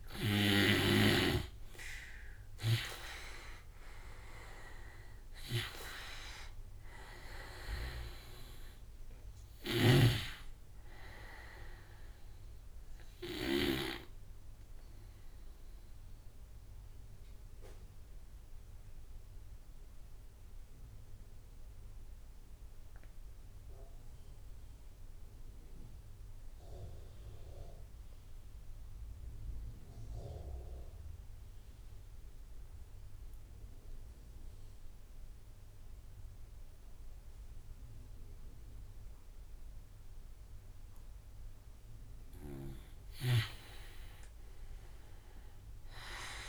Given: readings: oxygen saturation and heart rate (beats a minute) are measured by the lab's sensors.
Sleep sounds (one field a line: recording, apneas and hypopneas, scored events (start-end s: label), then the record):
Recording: breathing in sleep by a room microphone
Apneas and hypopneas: 1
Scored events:
0.00-3.50 s: arousal
0.00-27.50 s: oxygen desaturation (device-marked, oxygen 85% lowest)
8.50-13.00 s: snoring (device-marked)
14.00-41.50 s: obstructive apnea (oxygen 98% before, 86% lowest)
35.50-46.49 s: oxygen desaturation (device-marked, oxygen 100% before, 86% lowest)
42.00-46.49 s: snoring (device-marked)
44.00-46.49 s: arousal
From the record:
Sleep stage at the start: N2 (light sleep)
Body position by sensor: on the right side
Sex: male